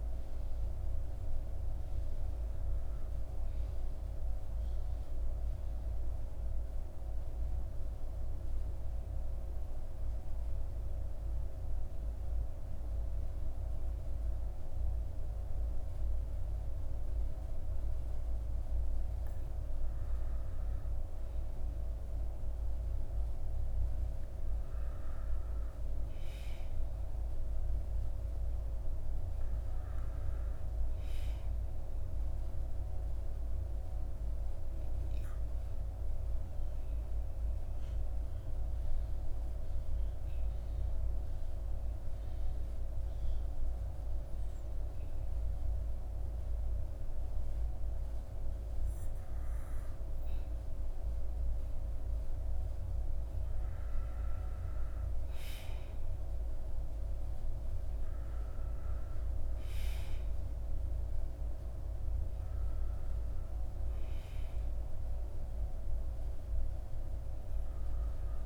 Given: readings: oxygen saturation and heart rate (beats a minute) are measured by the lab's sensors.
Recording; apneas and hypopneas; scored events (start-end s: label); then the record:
breathing in sleep, hard to hear, by a room microphone; 2
0.00-15.50 s: oxygen desaturation (device-marked, oxygen 90% lowest, heart rate 48 extreme)
6.00-20.50 s: central apnea (oxygen 94% before, 90% lowest, heart rate 58 before, 48 extreme, up 7 after)
24.50-29.00 s: arousal
31.50-52.00 s: obstructive apnea (oxygen 96% before, 92% lowest, heart rate 55 before, 50 extreme, up 9 after)
54.00-58.50 s: arousal
From the record:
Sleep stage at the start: N2 (light sleep); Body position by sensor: on the back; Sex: male